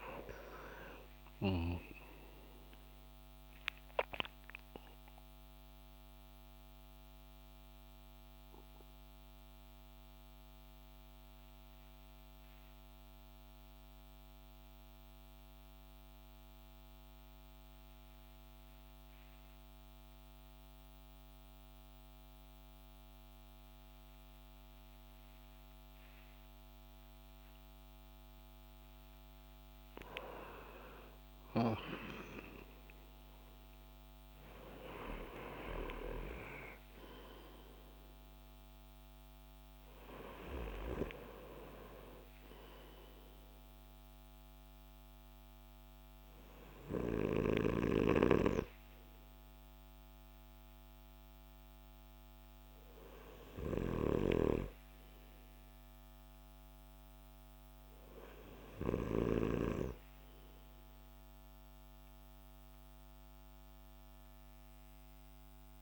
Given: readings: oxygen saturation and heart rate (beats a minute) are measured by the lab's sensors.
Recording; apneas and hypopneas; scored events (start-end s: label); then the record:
breathing in sleep by a microphone on the trachea; 1
0.00-6.00 s: oxygen desaturation (device-marked, oxygen 94% lowest)
4.50-28.50 s: mixed apnea (oxygen 97% before, 95% lowest)
29.50-34.00 s: arousal
From the record:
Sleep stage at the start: N2 (light sleep); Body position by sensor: on the back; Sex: male